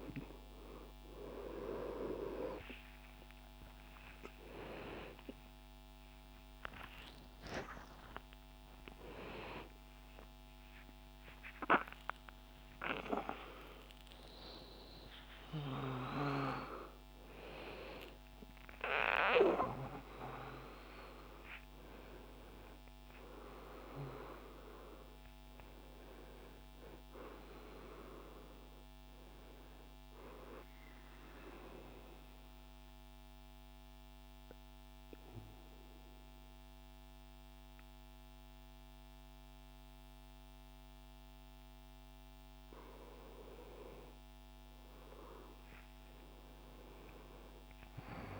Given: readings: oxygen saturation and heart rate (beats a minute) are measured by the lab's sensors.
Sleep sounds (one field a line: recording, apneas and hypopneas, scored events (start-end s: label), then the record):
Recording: a person awake in a sleep study, by a microphone on the trachea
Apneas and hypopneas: 1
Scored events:
0.00-9.50 s: oxygen desaturation (device-marked, oxygen 93% lowest)
0.50-30.50 s: new sleep stage, awake
30.50-48.40 s: new sleep stage, N2 (light sleep)
31.00-42.50 s: central apnea (oxygen 95% before, 92% lowest)
45.00-48.40 s: arousal
From the record:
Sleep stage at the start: N2 (light sleep)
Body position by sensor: on the right side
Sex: male